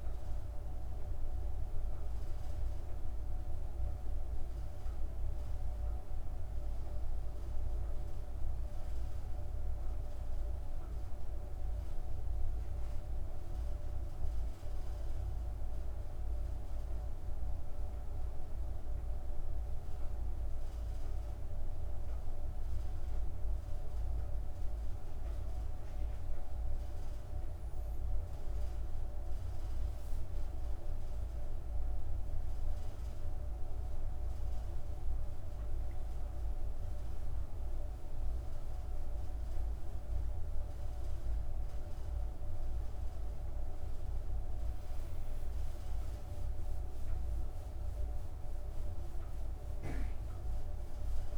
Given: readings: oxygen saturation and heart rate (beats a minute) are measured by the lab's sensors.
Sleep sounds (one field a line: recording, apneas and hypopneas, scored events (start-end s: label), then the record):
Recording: breathing in sleep, hard to hear, by a room microphone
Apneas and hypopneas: 1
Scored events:
9.50-29.00 s: obstructive apnea (oxygen 96% before, 92% lowest)
31.00-51.38 s: oxygen desaturation (device-marked, oxygen 95% before, 92% lowest)
32.00-35.00 s: arousal
From the record:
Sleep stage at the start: N2 (light sleep)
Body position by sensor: on the back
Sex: female